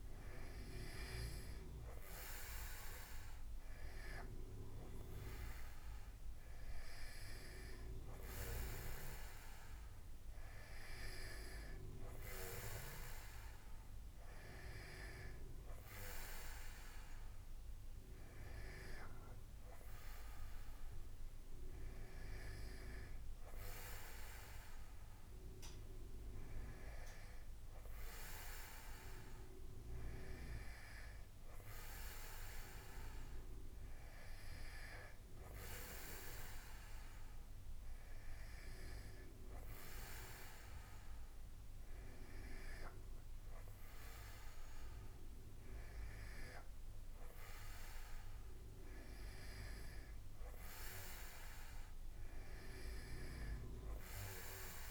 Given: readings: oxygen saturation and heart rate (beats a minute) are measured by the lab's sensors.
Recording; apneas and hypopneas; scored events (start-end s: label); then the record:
breathing in sleep by a room microphone; none
none scored
From the record:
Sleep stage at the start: N2 (light sleep); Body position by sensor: on the back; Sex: male